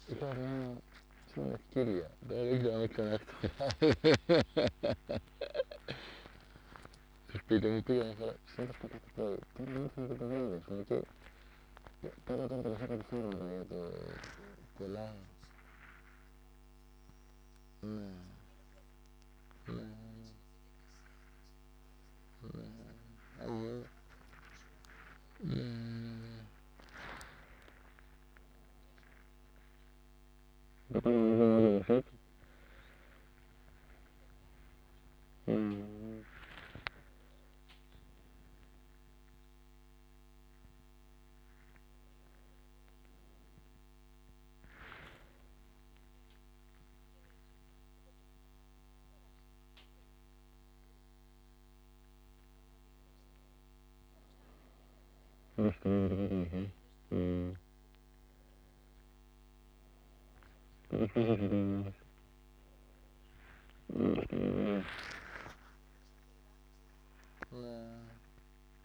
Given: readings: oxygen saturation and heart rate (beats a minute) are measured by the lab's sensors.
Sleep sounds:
a person awake in a sleep study, by a microphone on the trachea; none
4.00-8.00 s: snoring (device-marked)
From the record:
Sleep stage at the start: awake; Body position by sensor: on the right side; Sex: male

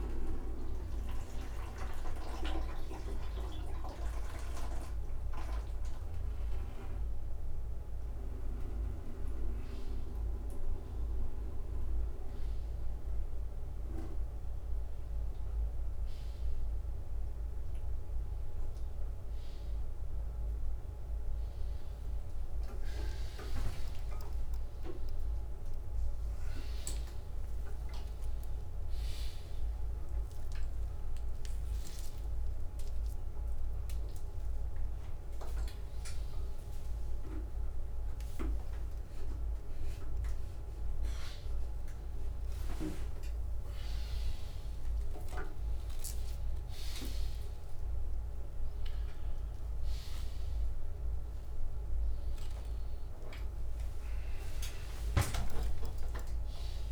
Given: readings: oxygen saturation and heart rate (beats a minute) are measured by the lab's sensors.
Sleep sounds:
a person awake in a sleep study, by a room microphone; none
29.00-39.00 s: tachycardia (device-marked, heart rate 80 before, 147 extreme)
44.00-56.92 s: tachycardia (device-marked, heart rate 81 before, 209 extreme)
From the record:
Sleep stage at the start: awake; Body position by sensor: upright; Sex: male

